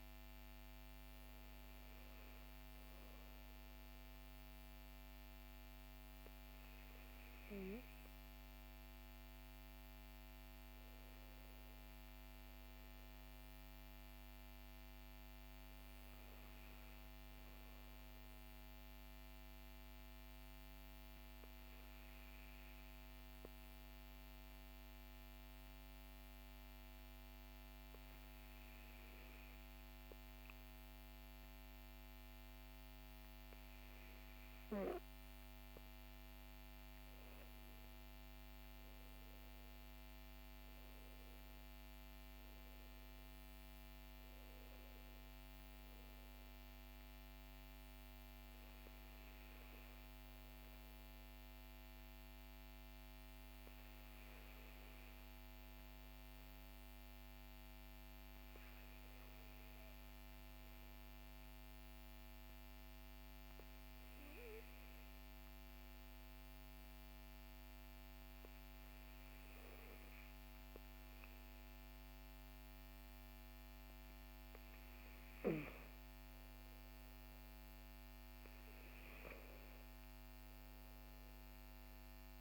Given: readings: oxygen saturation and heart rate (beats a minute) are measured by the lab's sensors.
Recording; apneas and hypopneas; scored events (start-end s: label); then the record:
breathing in sleep, hard to hear, by a microphone on the trachea; 2
18.00-35.00 s: obstructive apnea (oxygen 98% before, 95% lowest, heart rate 52 before, 45 extreme, up 13 after)
37.00-42.50 s: arousal
56.00-73.00 s: obstructive apnea (oxygen 97% before, 95% lowest, heart rate 56 before, 45 extreme, up 9 after)
76.00-81.50 s: arousal
From the record:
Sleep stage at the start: N2 (light sleep); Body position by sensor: on the back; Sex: male